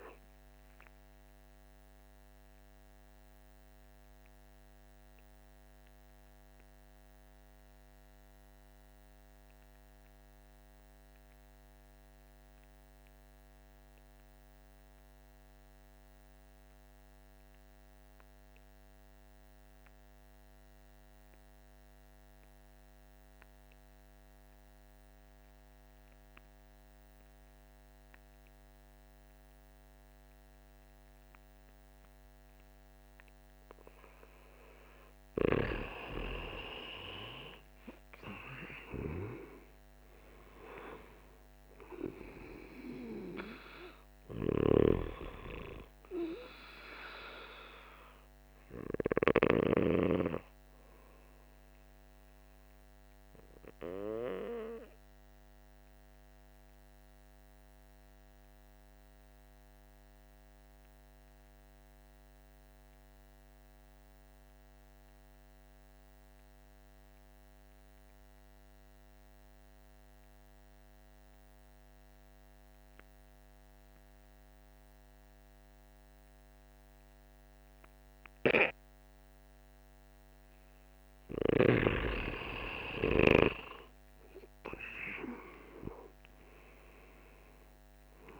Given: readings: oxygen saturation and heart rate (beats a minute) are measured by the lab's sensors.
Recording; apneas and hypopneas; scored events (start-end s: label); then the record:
breathing in sleep by a microphone on the trachea; 2
0.00-9.50 s: oxygen desaturation (device-marked, oxygen 86% lowest, heart rate 47 extreme)
2.50-35.00 s: mixed apnea (oxygen 97% before, 86% lowest, heart rate 55 before, 47 extreme, up 11 after)
29.50-62.50 s: oxygen desaturation (device-marked, oxygen 98% before, 87% lowest, heart rate 49 before, 48 extreme)
36.50-41.00 s: arousal
54.50-79.50 s: obstructive apnea (oxygen 97% before, 85% lowest, heart rate 54 before, 47 extreme, up 11 after)
79.50-88.40 s: oxygen desaturation (device-marked, oxygen 98% before, 85% lowest, heart rate 49 before, 47 extreme)
81.00-85.00 s: arousal
From the record:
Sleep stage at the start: N2 (light sleep); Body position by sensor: on the back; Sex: male